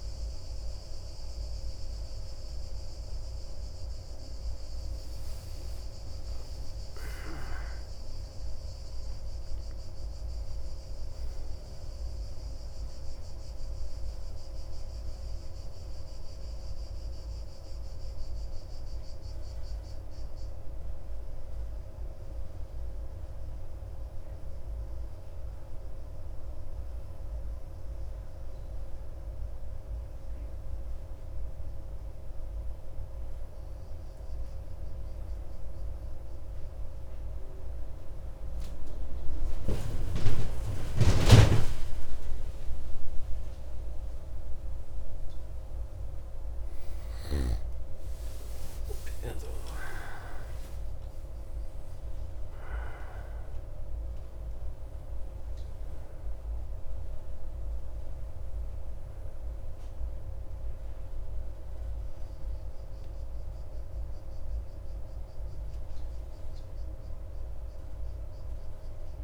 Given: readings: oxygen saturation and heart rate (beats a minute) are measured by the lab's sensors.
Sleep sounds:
breathing in sleep by a room microphone; none
41.00-49.50 s: arousal
From the record:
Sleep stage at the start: N1 (lightest sleep); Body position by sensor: on the back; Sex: male

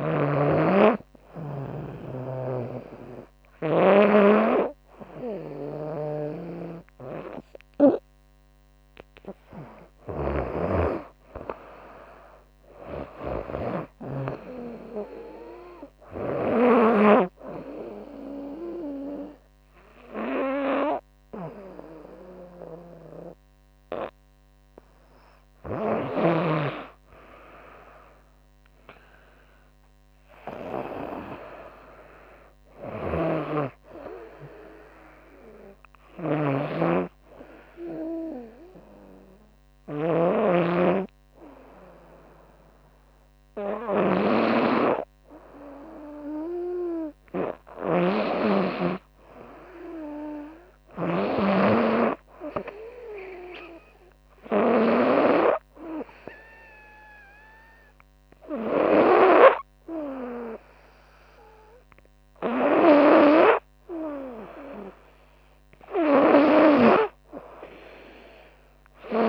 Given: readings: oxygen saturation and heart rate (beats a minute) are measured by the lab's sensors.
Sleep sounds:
breathing in sleep by a microphone on the trachea; none
0.00-3.50 s: snoring (device-marked)
9.50-14.00 s: snoring (device-marked)
32.50-51.00 s: snoring (device-marked)
From the record:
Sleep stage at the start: N2 (light sleep); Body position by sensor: on the right side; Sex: female

